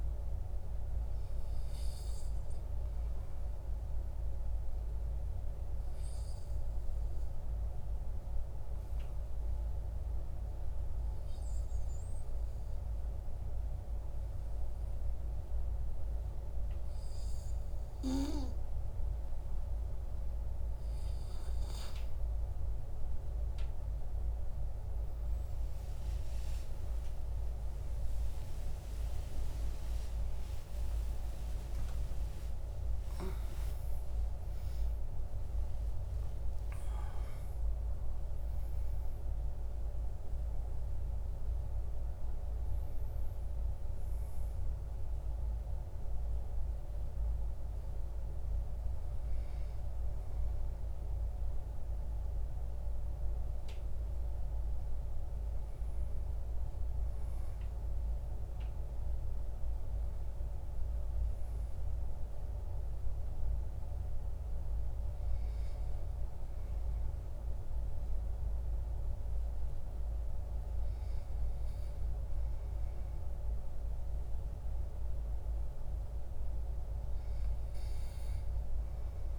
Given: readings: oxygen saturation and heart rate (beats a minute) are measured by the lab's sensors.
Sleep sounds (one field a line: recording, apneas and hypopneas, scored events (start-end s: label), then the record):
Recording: breathing in sleep, hard to hear, by a room microphone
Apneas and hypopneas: 1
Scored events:
2.00-18.50 s: obstructive apnea (oxygen 96% before, 94% lowest, heart rate 59 before, 46 extreme, up 20 after)
20.50-50.50 s: new sleep stage, N1 (lightest sleep)
25.00-35.00 s: arousal
50.50-79.39 s: new sleep stage, N2 (light sleep)
From the record:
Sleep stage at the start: N2 (light sleep)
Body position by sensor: on the back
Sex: male